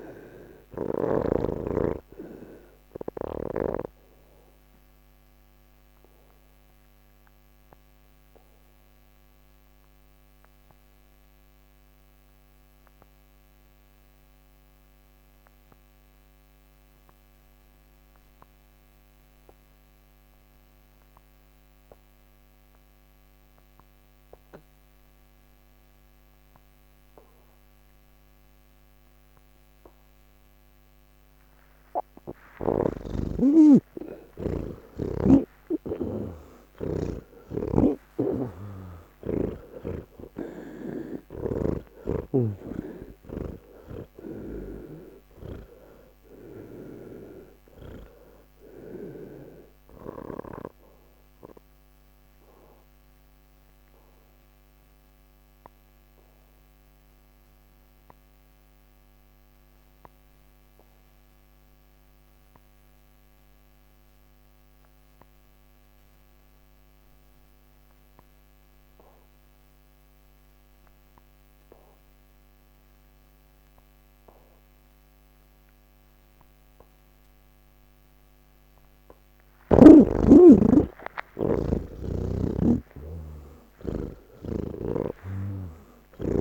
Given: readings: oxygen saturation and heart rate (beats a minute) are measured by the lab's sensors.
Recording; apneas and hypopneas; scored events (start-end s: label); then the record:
breathing in sleep by a microphone on the trachea; 2
0.00-20.50 s: oxygen desaturation (device-marked, oxygen 78% lowest, heart rate 52 extreme)
4.00-31.00 s: obstructive apnea (oxygen 99% before, 78% lowest, heart rate 107 before, 52 extreme, up 44 after)
33.50-40.50 s: oxygen desaturation (device-marked, oxygen 97% before, 87% lowest, heart rate 91 before, 101 extreme)
37.50-42.00 s: snoring (device-marked)
46.50-64.50 s: oxygen desaturation (device-marked, oxygen 91% before, 79% lowest, heart rate 112 before, 87 extreme)
49.50-86.41 s: new sleep stage, N2 (light sleep)
50.50-78.00 s: obstructive apnea (oxygen 98% before, 79% lowest, heart rate 114 before, 76 extreme, up 49 after)
69.50-86.41 s: oxygen desaturation (device-marked, oxygen 99% before, 80% lowest, heart rate 145 before, 76 extreme)
From the record:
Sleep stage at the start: N3 (deep sleep); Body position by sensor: on the back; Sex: male